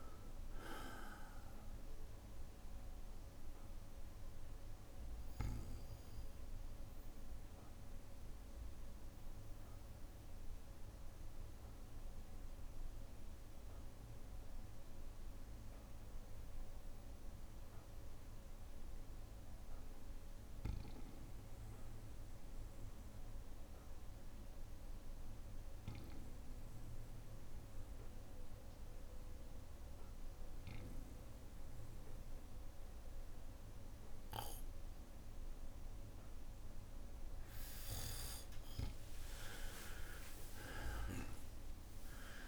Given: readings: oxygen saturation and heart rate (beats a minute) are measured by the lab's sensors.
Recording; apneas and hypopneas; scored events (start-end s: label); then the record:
breathing in sleep by a room microphone; 1
0.00-17.00 s: oxygen desaturation (device-marked, oxygen 93% lowest, heart rate 57 extreme)
6.00-25.00 s: bradycardia (device-marked, heart rate 62 before, 57 extreme)
7.00-37.00 s: obstructive apnea (oxygen 99% before, 93% lowest, heart rate 63 before, 57 extreme, up 21 after)
29.00-42.48 s: oxygen desaturation (device-marked, oxygen 99% before, 94% lowest, heart rate 58 before, 59 extreme)
39.00-42.48 s: arousal
From the record:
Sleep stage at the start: N2 (light sleep); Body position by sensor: on the back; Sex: male